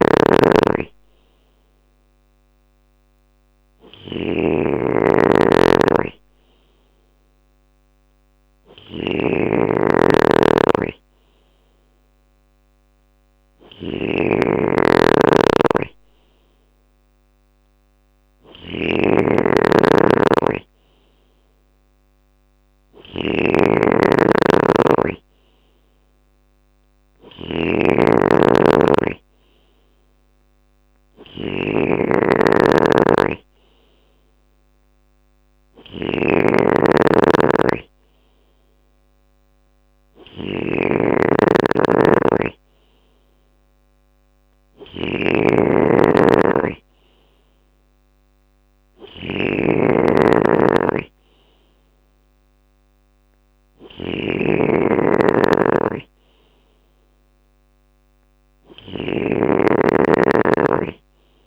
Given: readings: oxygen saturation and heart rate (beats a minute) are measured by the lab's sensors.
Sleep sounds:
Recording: breathing in sleep by a microphone on the trachea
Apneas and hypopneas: none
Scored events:
0.00-61.47 s: snoring (device-marked)
From the record:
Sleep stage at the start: N3 (deep sleep)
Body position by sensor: on the left side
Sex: male

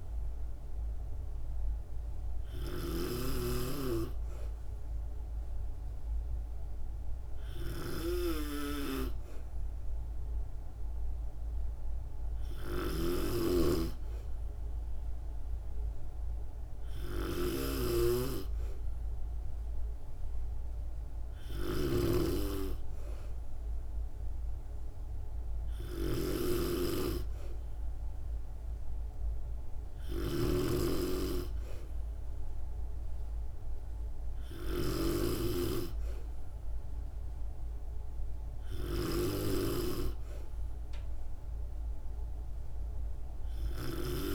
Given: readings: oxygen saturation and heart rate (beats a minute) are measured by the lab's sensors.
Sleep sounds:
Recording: breathing in sleep by a room microphone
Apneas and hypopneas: none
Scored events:
0.00-44.35 s: snoring (device-marked)
From the record:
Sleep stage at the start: N2 (light sleep)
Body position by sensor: on the back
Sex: female

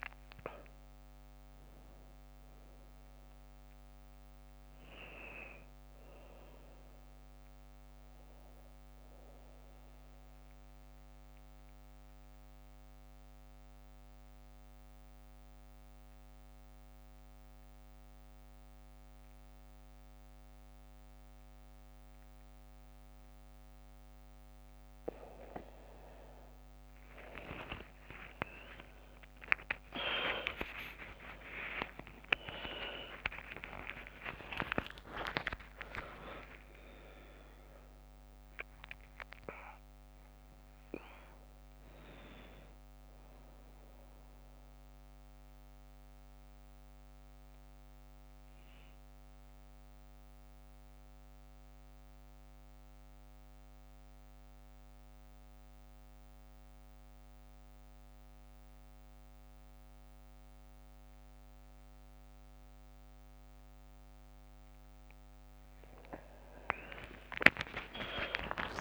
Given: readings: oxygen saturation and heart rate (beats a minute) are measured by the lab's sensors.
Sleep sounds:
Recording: breathing in sleep by a microphone on the trachea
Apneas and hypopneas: 2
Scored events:
0.00-16.00 s: oxygen desaturation (device-marked, oxygen 93% lowest, heart rate 52 extreme)
11.00-24.50 s: mixed apnea (oxygen 98% before, 89% lowest, heart rate 86 before, 52 extreme, up 42 after)
26.00-29.50 s: arousal
29.00-53.00 s: oxygen desaturation (device-marked, oxygen 100% before, 90% lowest, heart rate 58 before, 53 extreme)
30.00-32.00 s: long interval between heartbeats (device-marked, heart rate 59 before, 91 extreme)
45.50-64.50 s: mixed apnea (oxygen 100% before, 88% lowest, heart rate 75 before, 53 extreme, up 11 after)
66.00-68.81 s: arousal
67.00-68.81 s: oxygen desaturation (device-marked, oxygen 100% before, 88% lowest, heart rate 57 before, 56 extreme)
From the record:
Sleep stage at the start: N2 (light sleep)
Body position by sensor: on the back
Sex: female

